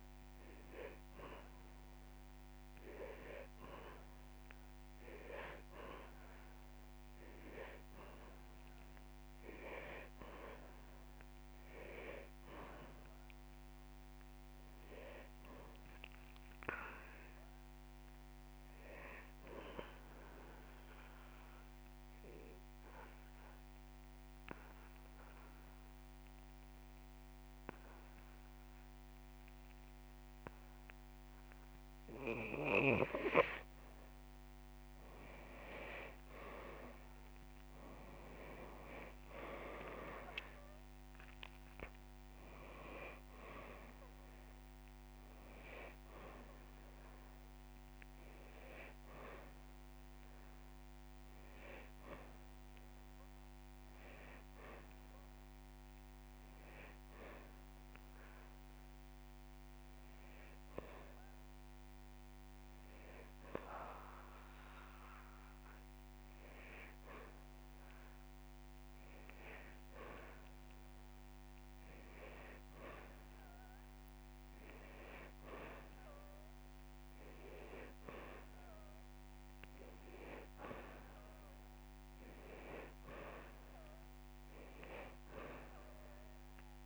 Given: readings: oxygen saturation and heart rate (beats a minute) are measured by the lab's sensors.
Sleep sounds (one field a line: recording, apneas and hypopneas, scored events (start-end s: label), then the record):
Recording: breathing in sleep by a microphone on the trachea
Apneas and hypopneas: 2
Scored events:
12.00-15.50 s: arousal
14.00-16.00 s: long interval between heartbeats (device-marked)
19.50-31.50 s: obstructive apnea (oxygen 100% before, 90% lowest)
38.00-42.50 s: arousal
42.50-69.50 s: oxygen desaturation (device-marked, oxygen 97% before, 90% lowest)
44.00-46.00 s: long interval between heartbeats (device-marked)
44.50-54.50 s: drop in pulse transit time (device-marked)
57.50-68.50 s: hypopnea (oxygen 97% before, 90% lowest)
72.00-76.00 s: arousal
73.50-75.50 s: long interval between heartbeats (device-marked)
From the record:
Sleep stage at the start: N2 (light sleep)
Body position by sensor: on the back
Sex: male